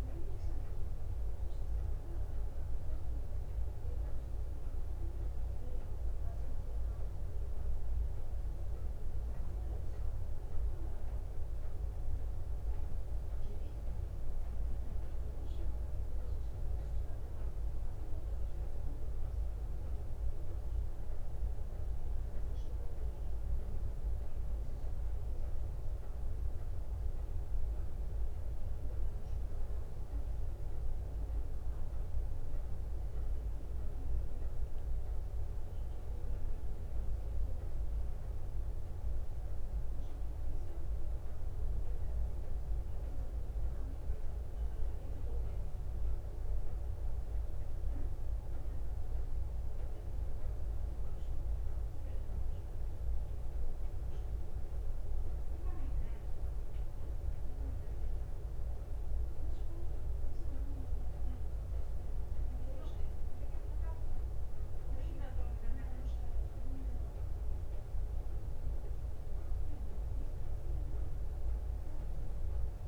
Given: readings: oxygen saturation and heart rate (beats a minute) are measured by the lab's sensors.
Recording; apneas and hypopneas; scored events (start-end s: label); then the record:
breathing in sleep, hard to hear, by a room microphone; none
none scored
From the record:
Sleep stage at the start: N2 (light sleep); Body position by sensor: on the back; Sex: female